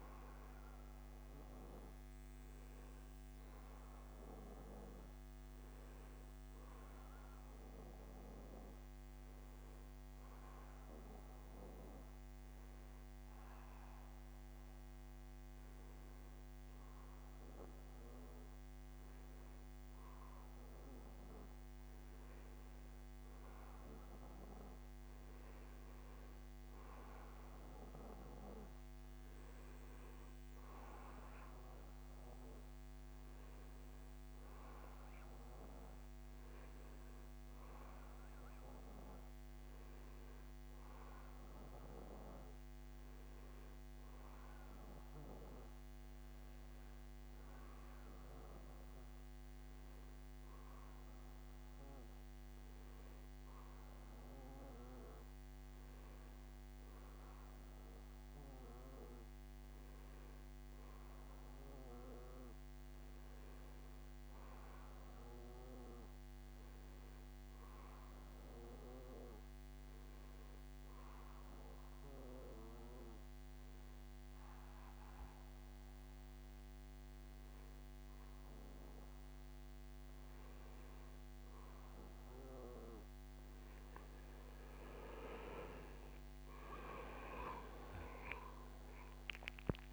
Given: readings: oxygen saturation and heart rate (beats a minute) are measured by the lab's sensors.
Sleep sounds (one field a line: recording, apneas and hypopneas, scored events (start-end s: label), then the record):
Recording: breathing in sleep by a microphone on the trachea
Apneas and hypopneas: 1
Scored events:
42.00-65.00 s: bradycardia (device-marked, heart rate 70 before, 55 extreme)
68.50-79.50 s: hypopnea (oxygen 93% before, 89% lowest, heart rate 55 before, 55 extreme, up 12 after)
74.00-77.00 s: bradycardia (device-marked, heart rate 69 before, 65 extreme)
78.00-81.00 s: bradycardia (device-marked, heart rate 69 before, 55 extreme)
84.00-88.00 s: arousal
From the record:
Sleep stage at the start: N2 (light sleep)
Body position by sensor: on the back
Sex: male